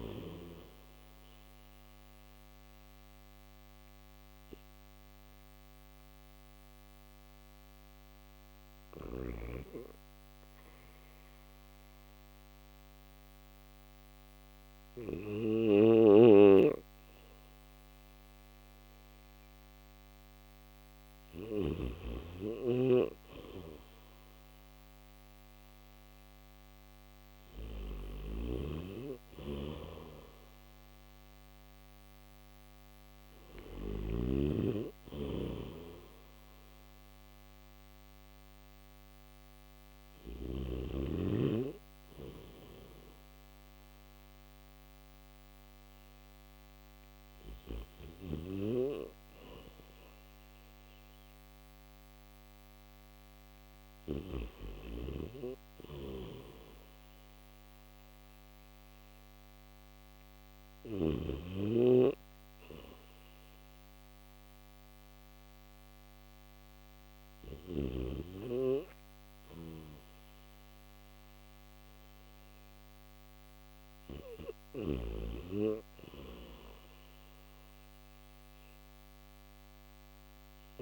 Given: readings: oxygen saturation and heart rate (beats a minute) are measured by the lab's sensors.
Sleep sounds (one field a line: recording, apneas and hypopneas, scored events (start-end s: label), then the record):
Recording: breathing in sleep by a microphone on the trachea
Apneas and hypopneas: none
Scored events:
8.50-15.00 s: snoring (device-marked)
27.50-40.00 s: snoring (device-marked)
31.00-47.00 s: oxygen desaturation (device-marked, oxygen 95% before, 92% lowest, heart rate 68 before, 68 extreme)
From the record:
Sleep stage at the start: N1 (lightest sleep)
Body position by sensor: on the back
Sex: male